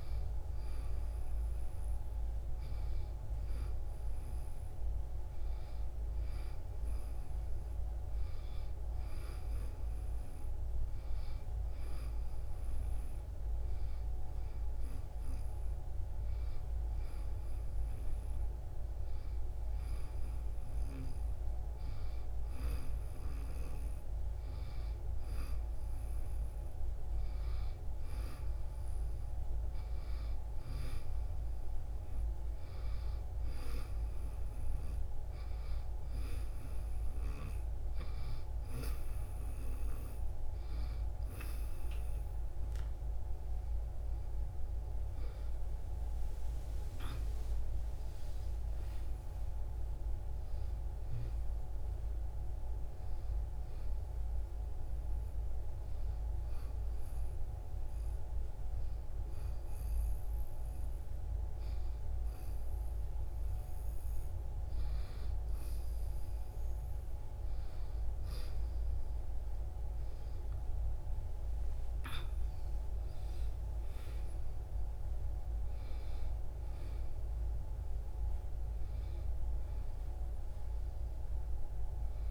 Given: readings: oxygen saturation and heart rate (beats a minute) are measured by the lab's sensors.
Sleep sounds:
breathing in sleep, hard to hear, by a room microphone; 1
45.00-49.00 s: arousal
56.50-66.50 s: hypopnea (oxygen 94% before, 91% lowest, heart rate 71 before, 64 extreme, up 4 after)
69.00-72.00 s: arousal
From the record:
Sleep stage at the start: N1 (lightest sleep); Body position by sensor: on the back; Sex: female

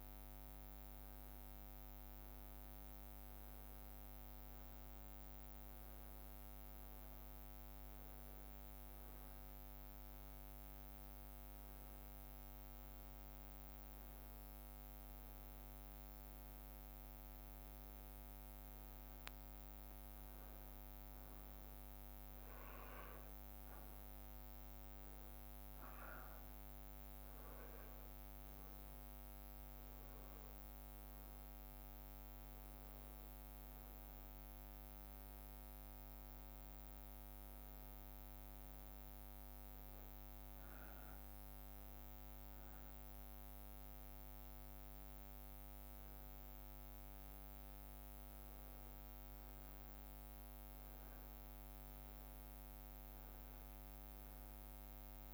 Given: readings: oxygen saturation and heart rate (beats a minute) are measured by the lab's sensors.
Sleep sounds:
breathing in sleep, hard to hear, by a microphone on the trachea; none
19.50-55.33 s: new sleep stage, N2 (light sleep)
From the record:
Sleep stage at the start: N1 (lightest sleep); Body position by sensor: on the back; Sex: male

